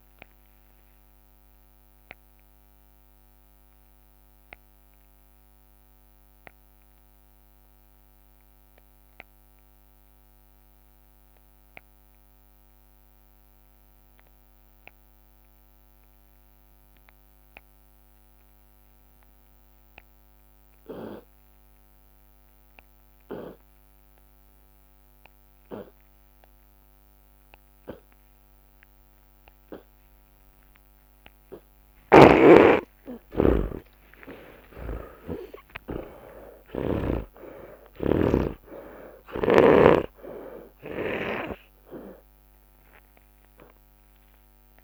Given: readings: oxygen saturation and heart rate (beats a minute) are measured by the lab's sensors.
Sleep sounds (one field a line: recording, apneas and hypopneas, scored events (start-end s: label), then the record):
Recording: breathing in sleep by a microphone on the trachea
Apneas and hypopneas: 1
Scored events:
2.00-31.00 s: obstructive apnea (oxygen 99% before, 66% lowest)
10.00-29.00 s: oxygen desaturation (device-marked, oxygen 96% before, 77% lowest)
28.00 s: drop in pulse transit time (device-marked)
30.00-32.00 s: tachycardia (device-marked)
32.50-37.50 s: arousal
34.00-36.00 s: long interval between heartbeats (device-marked)
34.50-41.50 s: snoring (device-marked)
From the record:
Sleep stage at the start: N2 (light sleep)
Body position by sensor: on the back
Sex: male